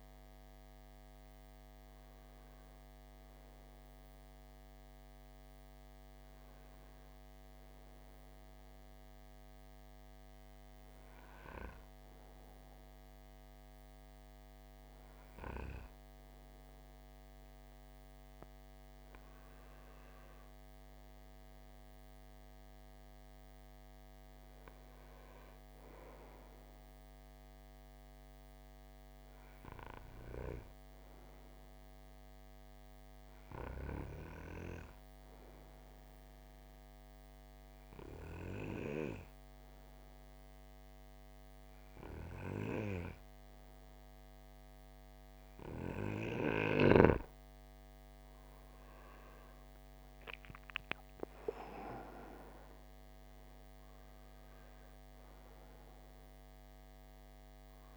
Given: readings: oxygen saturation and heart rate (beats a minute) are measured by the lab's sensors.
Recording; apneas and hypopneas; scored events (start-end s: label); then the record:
breathing in sleep by a microphone on the trachea; 1
0.00-12.00 s: oxygen desaturation (device-marked, oxygen 88% lowest)
15.50-20.50 s: arousal
31.00-44.00 s: obstructive apnea (oxygen 97% before, 91% lowest)
46.50-52.00 s: arousal
47.00-57.97 s: oxygen desaturation (device-marked, oxygen 95% before, 91% lowest)
From the record:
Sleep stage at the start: N2 (light sleep); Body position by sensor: on the right side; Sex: male